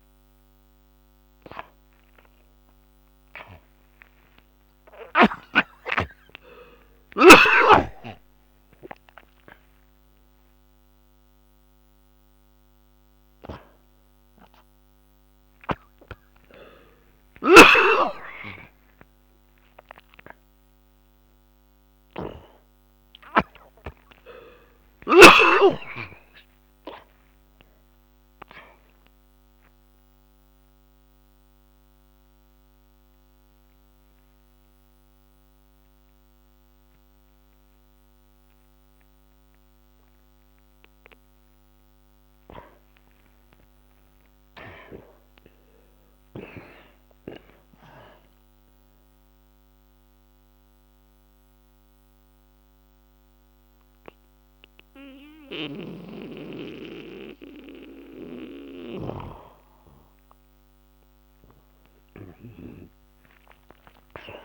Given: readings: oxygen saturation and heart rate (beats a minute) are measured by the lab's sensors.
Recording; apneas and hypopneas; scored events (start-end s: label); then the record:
a person partly awake in a sleep study, by a microphone on the trachea; 2
1.50-11.50 s: oxygen desaturation (device-marked, oxygen 97% before, 81% lowest)
17.50-25.50 s: snoring (device-marked)
24.50-64.45 s: new sleep stage, N2 (light sleep)
30.00-42.00 s: obstructive apnea (oxygen 97% before, 82% lowest)
43.50-47.00 s: arousal
48.50-60.00 s: obstructive apnea (oxygen 97% before, 82% lowest, heart rate 70 before, 63 extreme, up 44 after)
50.50-64.45 s: oxygen desaturation (device-marked, oxygen 97% before, 82% lowest, heart rate 72 before, 48 extreme)
55.50-59.50 s: snoring (device-marked)
61.50-64.00 s: arousal
From the record:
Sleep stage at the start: awake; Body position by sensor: on the back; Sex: male